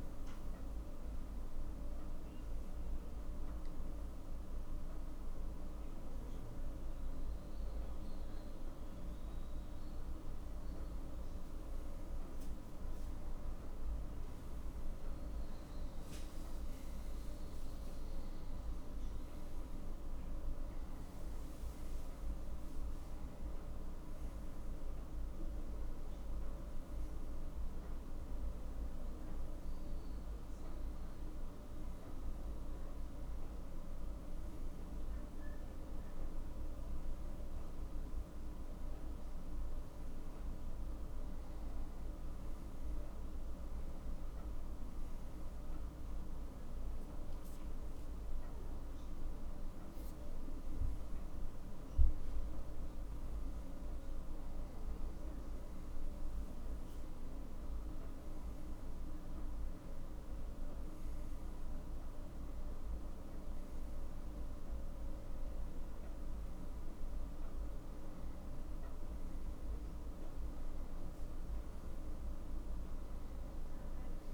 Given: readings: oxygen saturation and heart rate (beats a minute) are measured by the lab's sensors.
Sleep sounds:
a person awake in a sleep study, hard to hear, by a room microphone; none
none scored
From the record:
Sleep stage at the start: awake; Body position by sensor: on the right side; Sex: male

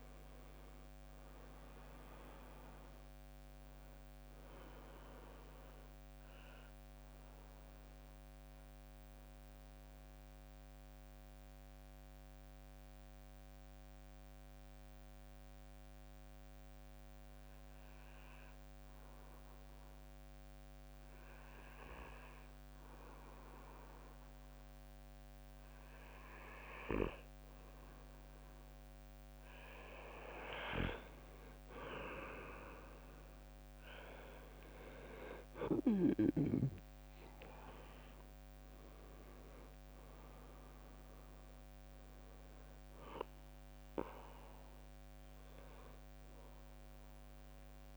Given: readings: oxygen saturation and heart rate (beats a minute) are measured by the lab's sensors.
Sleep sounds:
breathing in sleep by a microphone on the trachea; 1
0.00-16.00 s: oxygen desaturation (device-marked, oxygen 91% lowest, heart rate 54 extreme)
7.00-26.00 s: mixed apnea (oxygen 98% before, 90% lowest, heart rate 64 before, 54 extreme, up 4 after)
28.00-31.50 s: arousal
33.00-47.00 s: oxygen desaturation (device-marked, oxygen 98% before, 93% lowest, heart rate 61 before, 56 extreme)
From the record:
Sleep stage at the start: N2 (light sleep); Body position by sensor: on the back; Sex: male

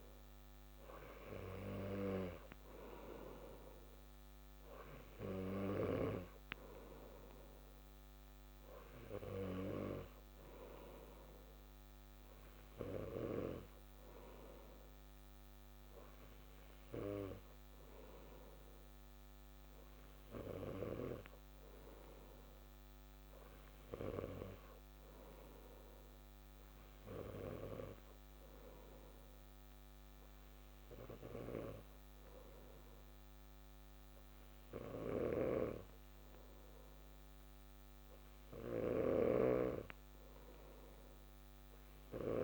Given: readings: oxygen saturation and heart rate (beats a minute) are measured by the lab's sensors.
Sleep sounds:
breathing in sleep by a microphone on the trachea; none
none scored
From the record:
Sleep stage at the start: N2 (light sleep); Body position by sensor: on the back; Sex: male

